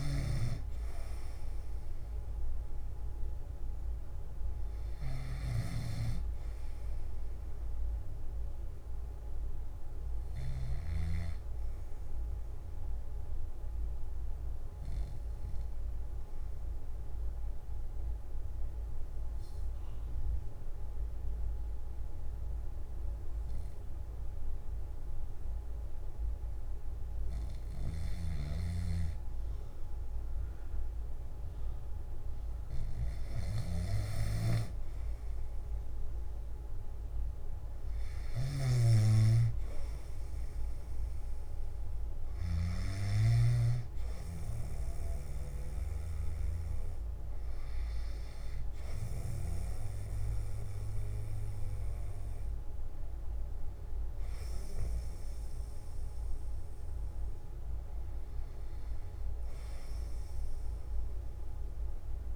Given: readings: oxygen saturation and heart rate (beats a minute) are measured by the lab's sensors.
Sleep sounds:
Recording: breathing in sleep by a room microphone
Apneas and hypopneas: 1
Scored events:
13.50-28.50 s: obstructive apnea (oxygen 98% before, 96% lowest, heart rate 61 before, 57 extreme, up 1 after)
38.50-49.50 s: snoring (device-marked)
From the record:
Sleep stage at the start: N1 (lightest sleep)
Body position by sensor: on the back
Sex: male

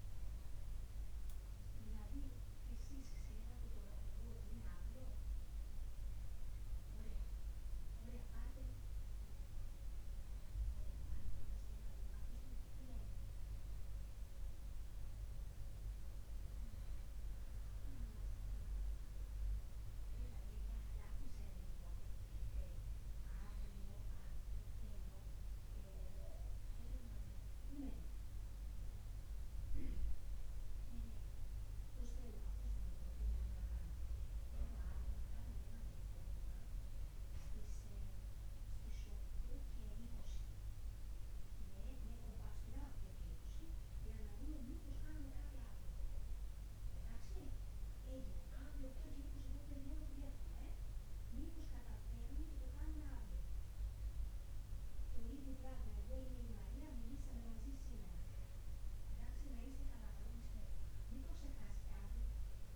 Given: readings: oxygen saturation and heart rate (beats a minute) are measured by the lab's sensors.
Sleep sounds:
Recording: breathing in sleep by a room microphone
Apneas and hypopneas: none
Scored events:
none scored
From the record:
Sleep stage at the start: N2 (light sleep)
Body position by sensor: on the left side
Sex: male

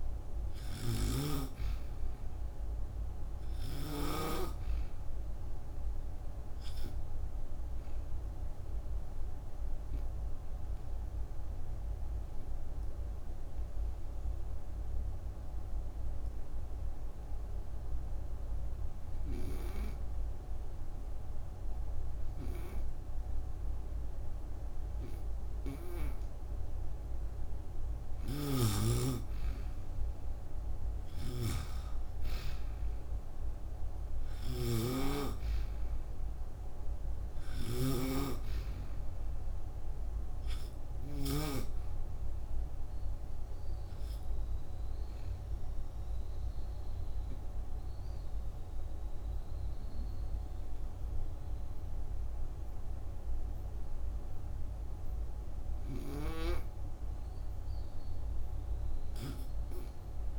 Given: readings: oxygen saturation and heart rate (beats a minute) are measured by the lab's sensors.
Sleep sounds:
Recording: breathing in sleep by a room microphone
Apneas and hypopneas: 1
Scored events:
0.00-4.00 s: snoring (device-marked)
7.50-25.00 s: obstructive apnea (oxygen 97% before, 90% lowest)
11.00-27.00 s: oxygen desaturation (device-marked, oxygen 96% before, 92% lowest)
27.00-31.00 s: arousal
28.00-41.00 s: snoring (device-marked)
41.00-60.39 s: oxygen desaturation (device-marked, oxygen 96% before, 90% lowest, heart rate 33 before, 29 extreme)
From the record:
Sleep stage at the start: N2 (light sleep)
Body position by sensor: on the back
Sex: female

